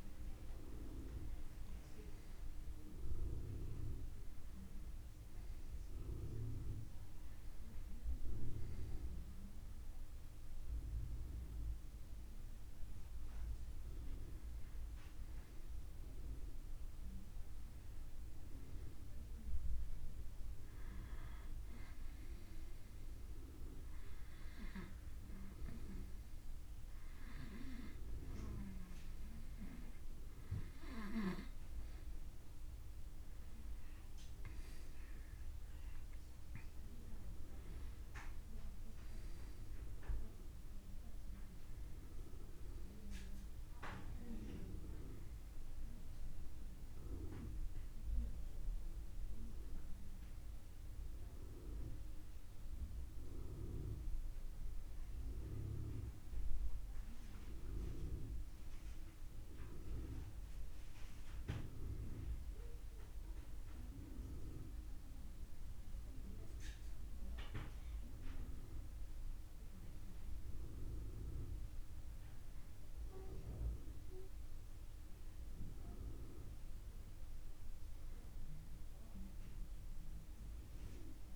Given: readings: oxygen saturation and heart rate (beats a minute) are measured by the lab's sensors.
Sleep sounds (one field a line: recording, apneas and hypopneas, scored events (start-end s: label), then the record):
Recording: breathing in sleep by a room microphone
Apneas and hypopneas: 1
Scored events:
21.50-32.50 s: obstructive apnea (oxygen 98% before, 94% lowest, heart rate 48 before, 37 extreme)
29.00-81.36 s: new sleep stage, N2 (light sleep)
34.50-38.50 s: arousal
78.00-81.36 s: arousal
From the record:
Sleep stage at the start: N1 (lightest sleep)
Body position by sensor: on the back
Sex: male